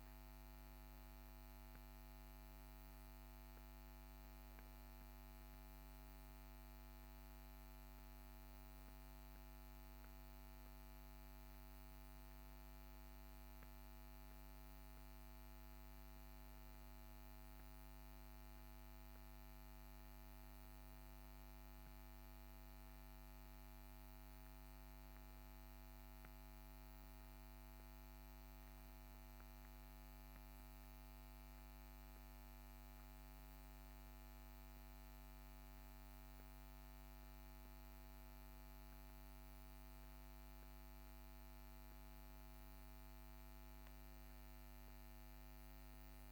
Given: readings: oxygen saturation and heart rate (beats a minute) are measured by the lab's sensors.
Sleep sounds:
a person awake in a sleep study, hard to hear, by a microphone on the trachea; none
14.50-44.50 s: new sleep stage, awake
44.50-46.32 s: new sleep stage, N1 (lightest sleep)
From the record:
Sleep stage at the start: N1 (lightest sleep); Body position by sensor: on the back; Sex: male

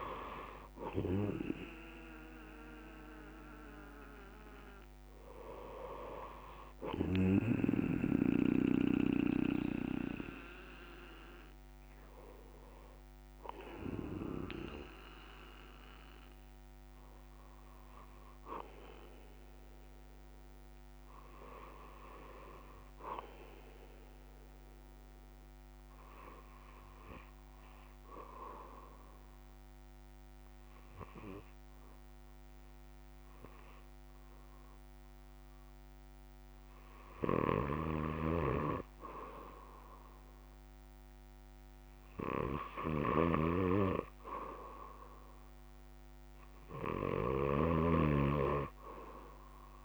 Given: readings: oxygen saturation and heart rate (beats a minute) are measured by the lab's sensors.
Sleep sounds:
breathing in sleep by a microphone on the trachea; 1
27.00-38.00 s: obstructive apnea (oxygen 98% before, 93% lowest, heart rate 67 before, 60 extreme)
From the record:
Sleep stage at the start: N1 (lightest sleep); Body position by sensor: on the back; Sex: male

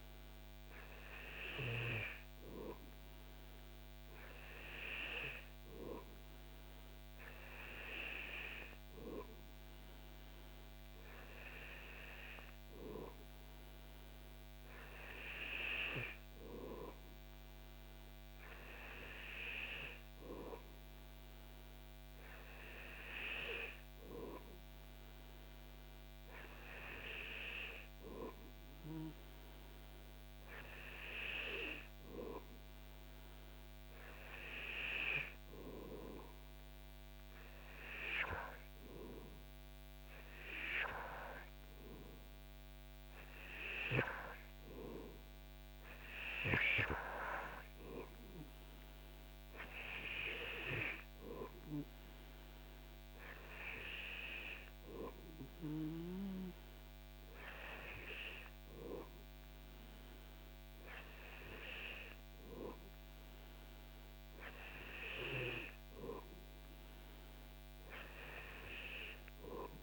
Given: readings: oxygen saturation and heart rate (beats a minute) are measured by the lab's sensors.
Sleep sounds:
breathing in sleep by a microphone on the trachea; none
none scored
From the record:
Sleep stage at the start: N2 (light sleep); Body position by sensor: on the back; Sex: male

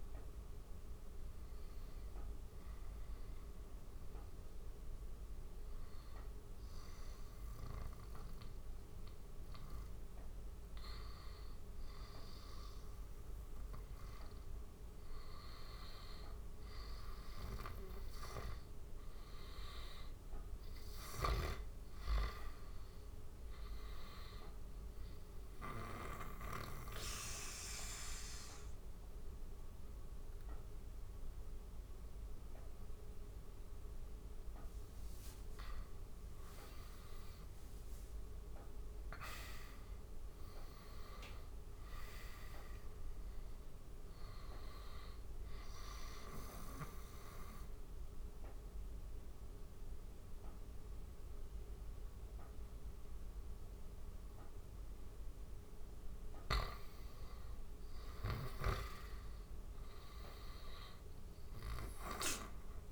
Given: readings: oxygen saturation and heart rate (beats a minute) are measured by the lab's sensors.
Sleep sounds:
breathing in sleep by a room microphone; 3
3.00-14.00 s: hypopnea (oxygen 95% before, 92% lowest, heart rate 89 before, 84 extreme, up 1 after)
16.50-20.50 s: arousal
25.00-35.00 s: obstructive apnea (oxygen 96% before, 92% lowest, heart rate 86 before, 86 extreme, up 8 after)
36.50-41.50 s: arousal
45.50-55.50 s: obstructive apnea (oxygen 96% before, 90% lowest, heart rate 89 before, 84 extreme, up 3 after)
57.00-62.00 s: arousal
From the record:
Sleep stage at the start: N2 (light sleep); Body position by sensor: on the right side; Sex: male

